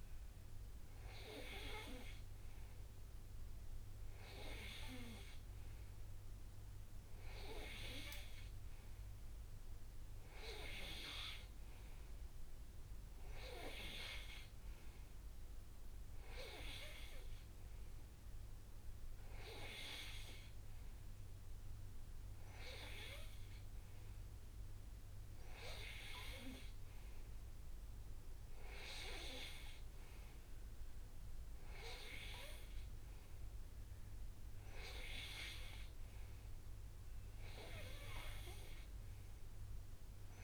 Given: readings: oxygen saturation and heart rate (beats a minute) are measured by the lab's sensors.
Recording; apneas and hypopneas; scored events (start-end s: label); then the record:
breathing in sleep by a room microphone; none
none scored
From the record:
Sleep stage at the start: N2 (light sleep); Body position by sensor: on the right side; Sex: male